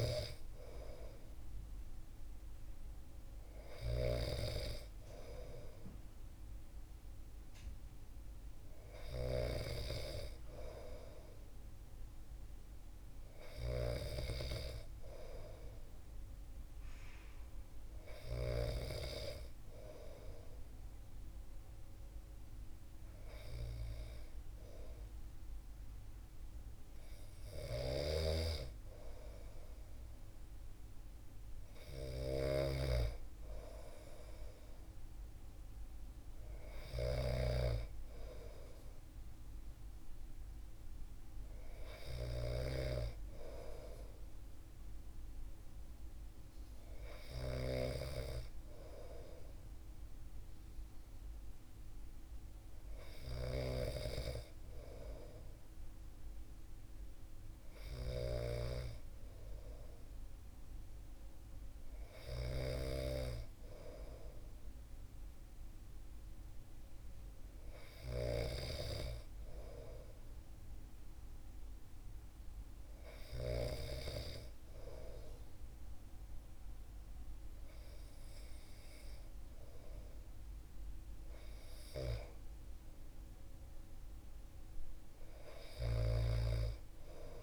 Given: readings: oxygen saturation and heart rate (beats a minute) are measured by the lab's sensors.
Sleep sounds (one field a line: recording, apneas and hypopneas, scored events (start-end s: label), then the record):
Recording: breathing in sleep by a room microphone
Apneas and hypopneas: none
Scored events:
0.00-18.50 s: snoring (device-marked)
27.50-42.00 s: snoring (device-marked)
53.00-68.00 s: snoring (device-marked)
85.50-87.43 s: snoring (device-marked)
From the record:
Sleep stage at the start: N2 (light sleep)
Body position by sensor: on the back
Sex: male